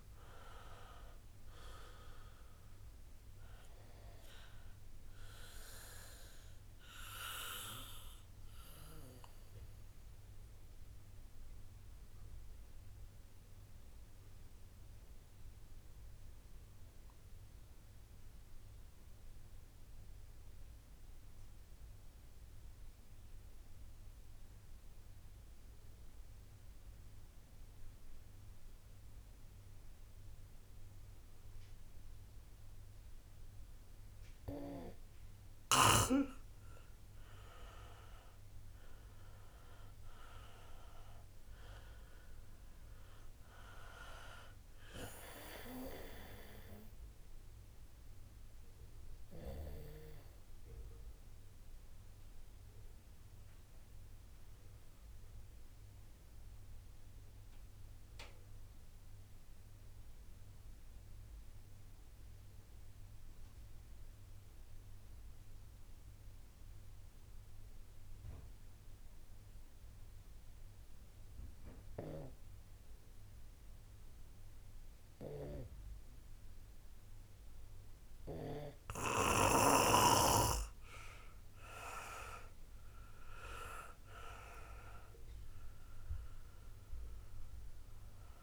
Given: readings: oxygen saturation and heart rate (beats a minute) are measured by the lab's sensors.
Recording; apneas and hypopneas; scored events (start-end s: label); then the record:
breathing in sleep by a room microphone; 2
0.00-22.00 s: oxygen desaturation (device-marked, oxygen 87% lowest, heart rate 37 extreme)
10.00-35.00 s: obstructive apnea (oxygen 97% before, 87% lowest, heart rate 62 before, 53 extreme, up 2 after)
36.00-62.00 s: oxygen desaturation (device-marked, oxygen 97% before, 88% lowest, heart rate 64 before, 53 extreme)
36.50-40.00 s: arousal
51.00-78.50 s: obstructive apnea (oxygen 97% before, 88% lowest, heart rate 60 before, 58 extreme, up 3 after)
77.00-88.43 s: oxygen desaturation (device-marked, oxygen 97% before, 88% lowest, heart rate 62 before, 59 extreme)
81.00-84.00 s: arousal
From the record:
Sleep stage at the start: N2 (light sleep); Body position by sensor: on the back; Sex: male